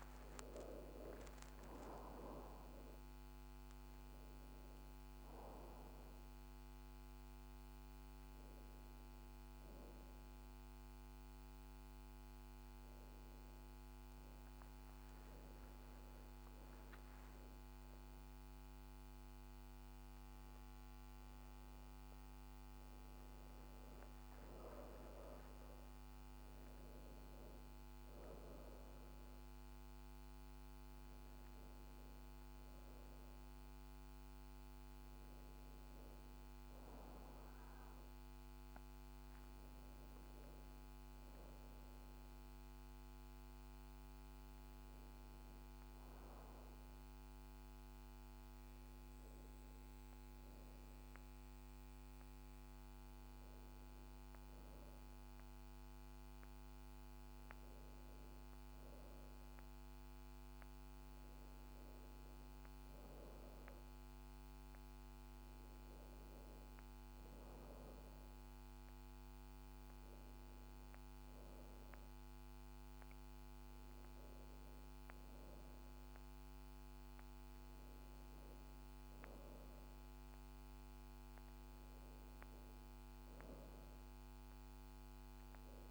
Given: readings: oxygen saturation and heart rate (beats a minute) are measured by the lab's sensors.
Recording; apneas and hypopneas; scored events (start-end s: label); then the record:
breathing in sleep, hard to hear, by a microphone on the trachea; none
35.50-85.91 s: new sleep stage, N2 (light sleep)
From the record:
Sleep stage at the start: N1 (lightest sleep); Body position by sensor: on the back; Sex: female